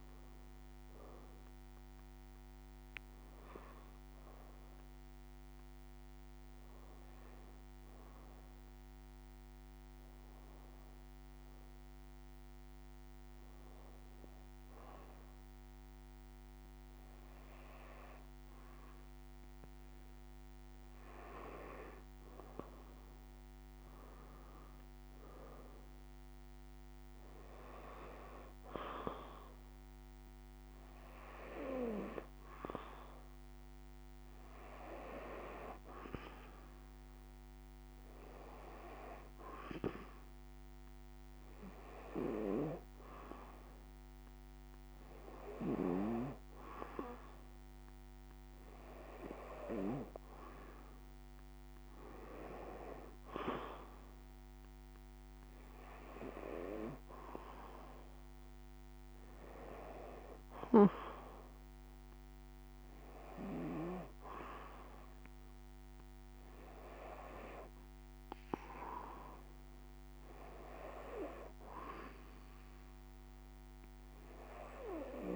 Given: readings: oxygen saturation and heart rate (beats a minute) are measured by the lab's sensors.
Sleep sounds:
breathing in sleep by a microphone on the trachea; 1
0.00-12.00 s: oxygen desaturation (device-marked, oxygen 86% lowest, heart rate 62 extreme)
3.00-6.50 s: arousal
8.50-19.50 s: hypopnea (oxygen 92% before, 87% lowest, heart rate 65 before, 63 extreme, up 6 after)
21.00-25.50 s: arousal
26.00-44.00 s: oxygen desaturation (device-marked, oxygen 93% before, 87% lowest, heart rate 66 before, 67 extreme)
59.00-64.50 s: arousal
From the record:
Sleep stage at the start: N2 (light sleep); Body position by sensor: on the right side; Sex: female

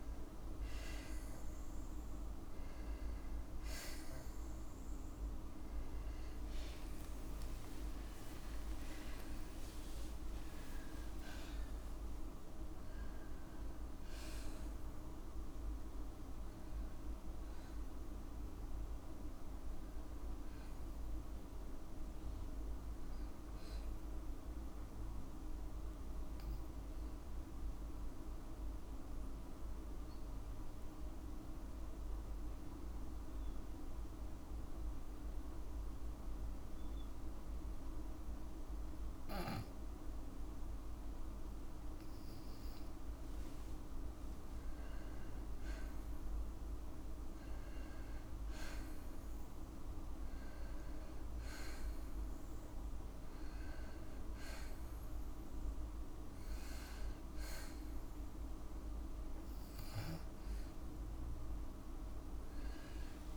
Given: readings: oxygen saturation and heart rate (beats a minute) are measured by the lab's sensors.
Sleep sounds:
breathing in sleep, hard to hear, by a room microphone; 1
0.00-4.00 s: oxygen desaturation (device-marked, oxygen 94% lowest, heart rate 54 extreme)
5.00-9.50 s: arousal
6.50-8.50 s: long interval between heartbeats (device-marked, heart rate 55 before, 67 extreme)
7.00-12.00 s: tachycardia (device-marked, heart rate 57 before, 114 extreme)
9.50-11.50 s: long interval between heartbeats (device-marked, heart rate 57 before, 96 extreme)
21.50-23.50 s: long interval between heartbeats (device-marked, heart rate 81 before, 88 extreme)
23.00-42.50 s: obstructive apnea (oxygen 97% before, 94% lowest, heart rate 84 before, 54 extreme, up 4 after)
23.50-25.50 s: long interval between heartbeats (device-marked, heart rate 84 before, 100 extreme)
37.00-39.00 s: long interval between heartbeats (device-marked, heart rate 74 before, 63 extreme)
44.50-47.00 s: arousal
61.50-63.37 s: long interval between heartbeats (device-marked, heart rate 58 before, 64 extreme)
From the record:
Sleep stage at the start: N2 (light sleep); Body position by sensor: on the left side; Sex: female

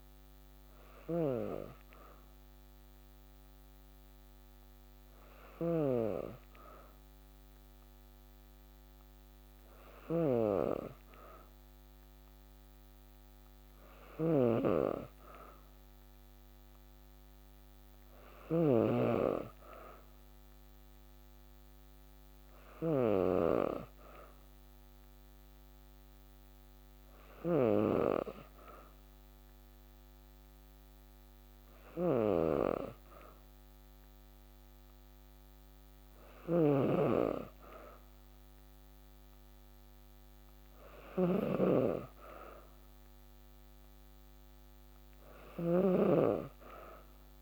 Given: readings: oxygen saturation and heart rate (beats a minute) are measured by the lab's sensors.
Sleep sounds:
breathing in sleep by a microphone on the trachea; none
0.00-47.42 s: snoring (device-marked)
From the record:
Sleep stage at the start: N2 (light sleep); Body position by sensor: on the back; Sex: female

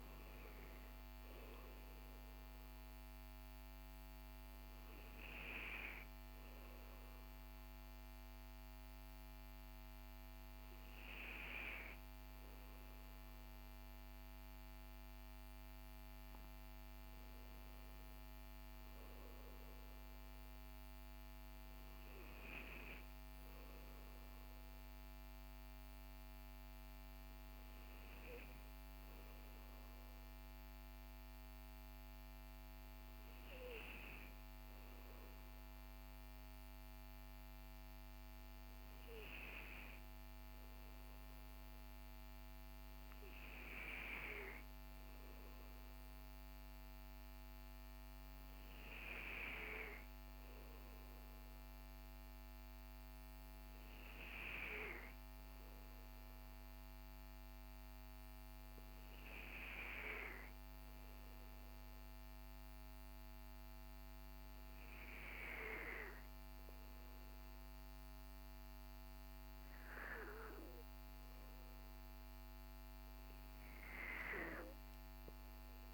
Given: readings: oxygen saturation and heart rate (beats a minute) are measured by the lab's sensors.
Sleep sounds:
breathing in sleep by a microphone on the trachea; none
none scored
From the record:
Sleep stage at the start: N2 (light sleep); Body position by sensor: on the back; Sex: male

